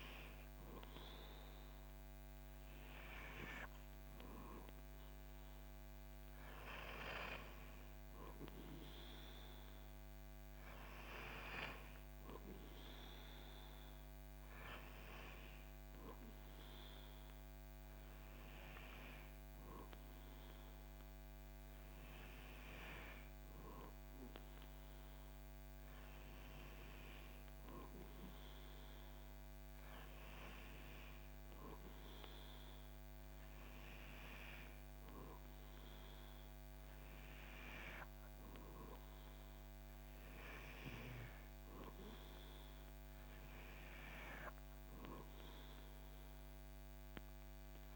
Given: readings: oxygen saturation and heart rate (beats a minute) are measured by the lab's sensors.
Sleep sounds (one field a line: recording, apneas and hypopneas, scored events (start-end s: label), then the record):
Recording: breathing in sleep by a microphone on the trachea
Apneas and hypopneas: none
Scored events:
none scored
From the record:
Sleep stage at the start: N2 (light sleep)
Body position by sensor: on the back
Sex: male